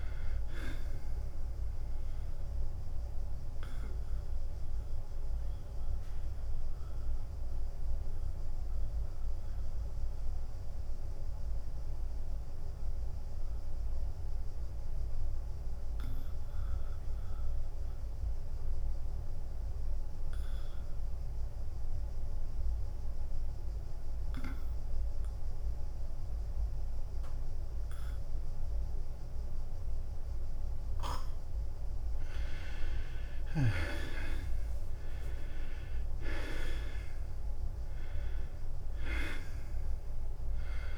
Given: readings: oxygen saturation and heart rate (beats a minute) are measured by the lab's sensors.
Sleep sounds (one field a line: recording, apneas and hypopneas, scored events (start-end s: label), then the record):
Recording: breathing in sleep by a room microphone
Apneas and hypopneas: 1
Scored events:
0.00-8.50 s: drop in pulse transit time (device-marked, heart rate 92 extreme)
0.00-24.50 s: oxygen desaturation (device-marked, oxygen 80% lowest, heart rate 89 extreme)
5.00-33.50 s: mixed apnea (oxygen 98% before, 78% lowest, heart rate 92 before, 89 extreme, up 4 after)
34.50-40.98 s: oxygen desaturation (device-marked, oxygen 97% before, 78% lowest, heart rate 92 before, 91 extreme)
35.50-39.00 s: arousal
35.50-40.98 s: drop in pulse transit time (device-marked, heart rate 92 before, 91 extreme)
From the record:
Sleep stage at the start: N2 (light sleep)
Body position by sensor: on the back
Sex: male